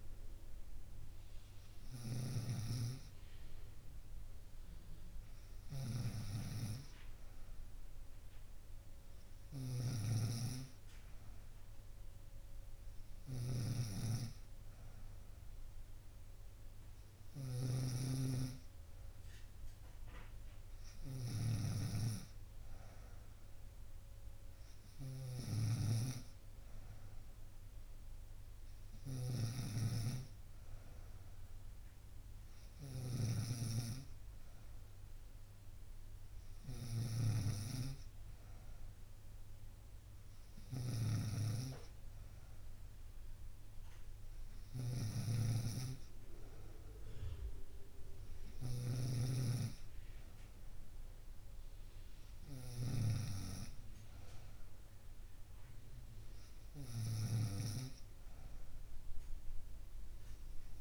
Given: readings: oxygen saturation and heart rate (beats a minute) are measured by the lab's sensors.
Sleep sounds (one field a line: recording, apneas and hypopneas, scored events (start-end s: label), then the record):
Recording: breathing in sleep by a room microphone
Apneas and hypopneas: none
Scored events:
0.00-60.81 s: snoring (device-marked)
From the record:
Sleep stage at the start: N2 (light sleep)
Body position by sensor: on the right side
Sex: female